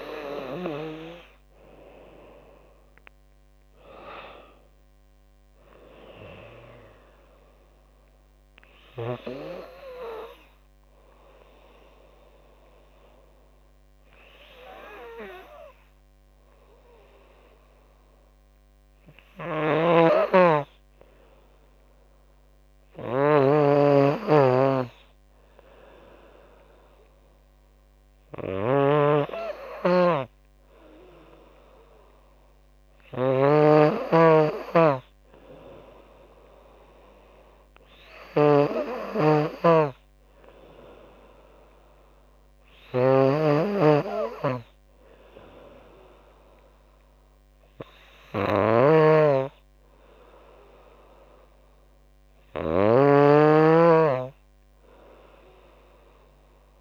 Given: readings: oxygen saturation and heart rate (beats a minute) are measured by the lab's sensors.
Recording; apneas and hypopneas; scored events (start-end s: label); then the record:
breathing in sleep by a microphone on the trachea; none
2.00-12.00 s: drop in pulse transit time (device-marked, heart rate 82 before, 82 extreme)
19.50-56.81 s: snoring (device-marked)
From the record:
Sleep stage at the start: N2 (light sleep); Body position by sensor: on the left side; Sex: female